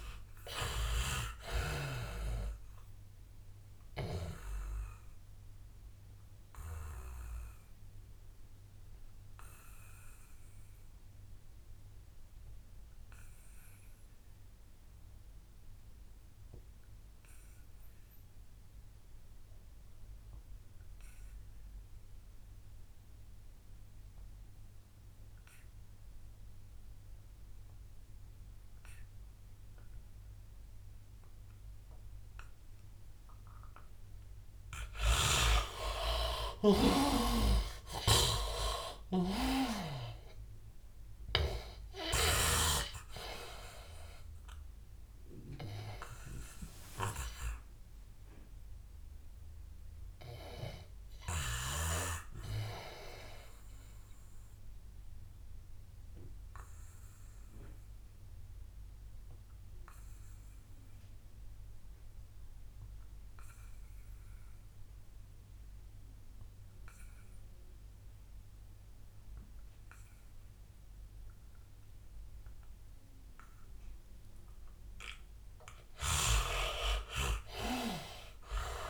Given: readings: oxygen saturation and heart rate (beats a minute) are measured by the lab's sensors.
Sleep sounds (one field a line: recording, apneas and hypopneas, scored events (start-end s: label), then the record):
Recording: breathing in sleep by a room microphone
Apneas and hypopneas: 2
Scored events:
0.00-19.00 s: oxygen desaturation (device-marked, oxygen 76% lowest, heart rate 74 extreme)
4.50-34.00 s: obstructive apnea (oxygen 99% before, 74% lowest, heart rate 86 before, 74 extreme, up 18 after)
28.00-60.00 s: oxygen desaturation (device-marked, oxygen 100% before, 74% lowest, heart rate 84 before, 78 extreme)
35.00-38.50 s: snoring (device-marked)
36.50-40.00 s: arousal
46.50-74.50 s: obstructive apnea (oxygen 100% before, 74% lowest, heart rate 84 before, 78 extreme, up 17 after)
65.00-78.90 s: oxygen desaturation (device-marked, oxygen 100% before, 77% lowest, heart rate 92 before, 80 extreme)
76.00-78.90 s: snoring (device-marked)
From the record:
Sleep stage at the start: N2 (light sleep)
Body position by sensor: on the back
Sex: male